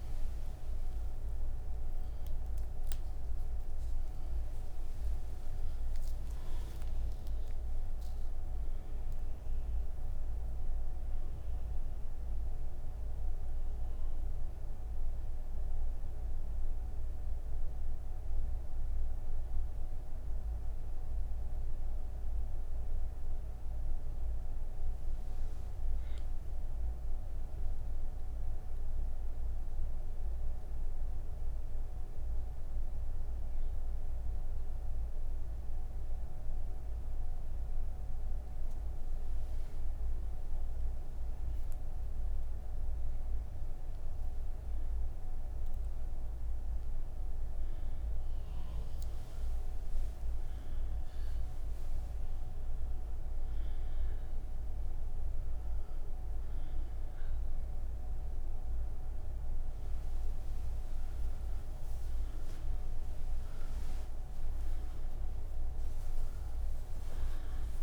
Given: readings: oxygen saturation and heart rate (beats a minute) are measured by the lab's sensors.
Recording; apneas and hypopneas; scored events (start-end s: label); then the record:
breathing in sleep, hard to hear, by a room microphone; 1
29.00-40.50 s: obstructive apnea (oxygen 97% before, 94% lowest)
From the record:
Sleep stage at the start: N2 (light sleep); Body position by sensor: on the right side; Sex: female